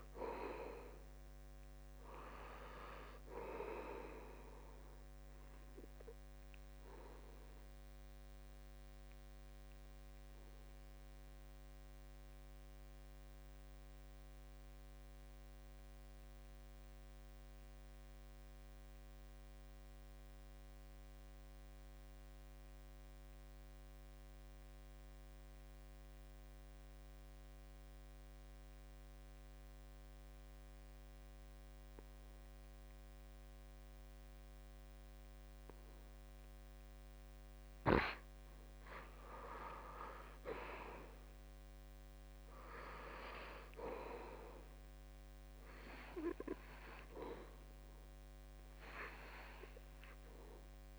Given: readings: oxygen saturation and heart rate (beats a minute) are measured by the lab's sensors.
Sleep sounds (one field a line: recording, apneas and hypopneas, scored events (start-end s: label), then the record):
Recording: breathing in sleep by a microphone on the trachea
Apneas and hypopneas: 1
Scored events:
0.00-1.00 s: arousal
0.00-22.50 s: oxygen desaturation (device-marked, oxygen 78% lowest, heart rate 65 extreme)
7.00-36.50 s: obstructive apnea (oxygen 96% before, 78% lowest, heart rate 74 before, 65 extreme, up 6 after)
34.50-50.99 s: oxygen desaturation (device-marked, oxygen 97% before, 79% lowest, heart rate 68 before, 70 extreme)
39.00-41.50 s: arousal
From the record:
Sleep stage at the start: N2 (light sleep)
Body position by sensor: on the back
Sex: male